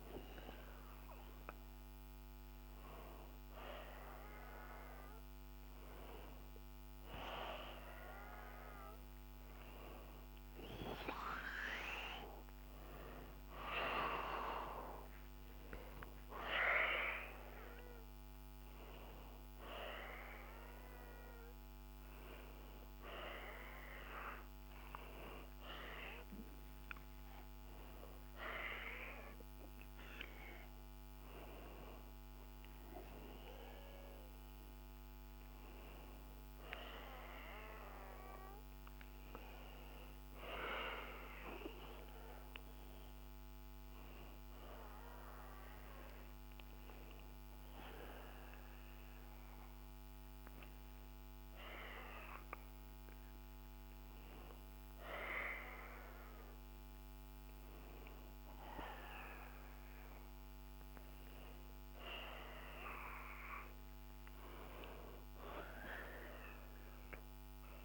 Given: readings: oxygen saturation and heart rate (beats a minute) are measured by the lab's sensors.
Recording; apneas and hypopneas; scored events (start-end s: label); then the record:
a person partly awake in a sleep study, by a microphone on the trachea; none
11.50-41.50 s: new sleep stage, awake
41.50-67.85 s: new sleep stage, N1 (lightest sleep)
From the record:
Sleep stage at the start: N2 (light sleep); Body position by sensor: on the back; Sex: male